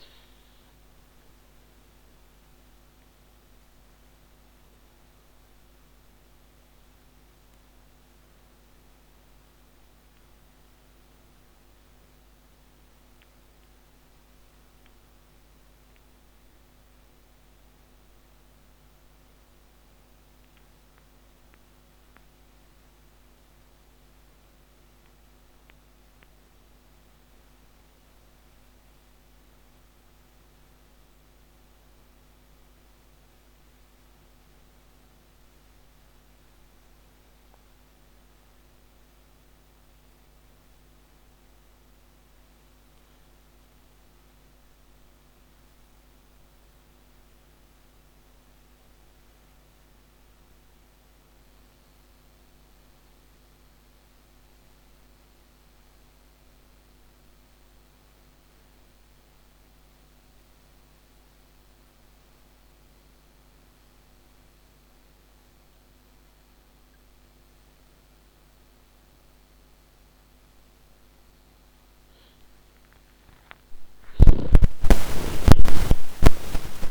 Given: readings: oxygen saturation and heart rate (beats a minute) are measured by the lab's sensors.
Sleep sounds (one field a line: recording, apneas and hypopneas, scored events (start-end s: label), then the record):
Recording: breathing in sleep, hard to hear, by a microphone on the trachea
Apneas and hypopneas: 1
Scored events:
0.00-30.00 s: oxygen desaturation (device-marked, oxygen 78% lowest)
1.00-71.50 s: mixed apnea (oxygen 97% before, 75% lowest, heart rate 49 before, 36 extreme)
50.00-76.91 s: oxygen desaturation (device-marked, oxygen 99% before, 75% lowest, heart rate 70 before, 48 extreme)
72.50-76.91 s: arousal
73.50-76.91 s: snoring (device-marked)
From the record:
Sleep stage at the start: N2 (light sleep)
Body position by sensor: on the back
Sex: male